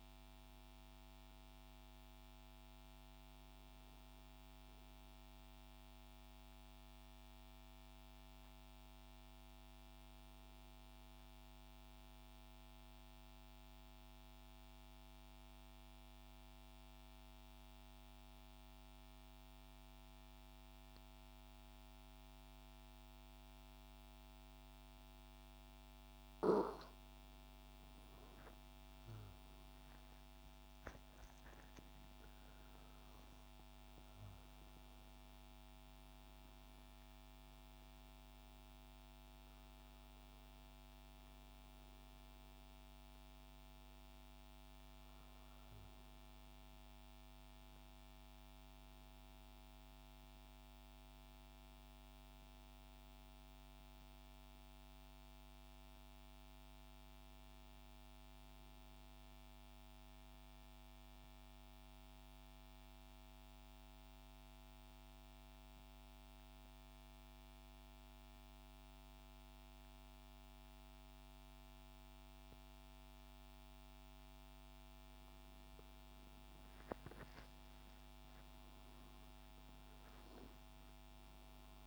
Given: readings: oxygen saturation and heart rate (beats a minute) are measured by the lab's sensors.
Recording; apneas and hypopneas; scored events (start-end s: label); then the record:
breathing in sleep, hard to hear, by a microphone on the trachea; 2
5.50-26.50 s: obstructive apnea (oxygen 97% before, 90% lowest, heart rate 72 before, 65 extreme, up 9 after)
24.00-51.00 s: oxygen desaturation (device-marked, oxygen 96% before, 90% lowest, heart rate 67 before, 65 extreme)
28.00-32.00 s: arousal
51.50-55.50 s: arousal
59.00-75.50 s: central apnea (oxygen 98% before, 94% lowest, heart rate 68 before, 64 extreme, up 8 after)
76.50-80.50 s: arousal
77.00-81.87 s: oxygen desaturation (device-marked, oxygen 97% before, 94% lowest, heart rate 68 before, 64 extreme)
From the record:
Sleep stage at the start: N2 (light sleep); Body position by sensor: on the back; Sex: male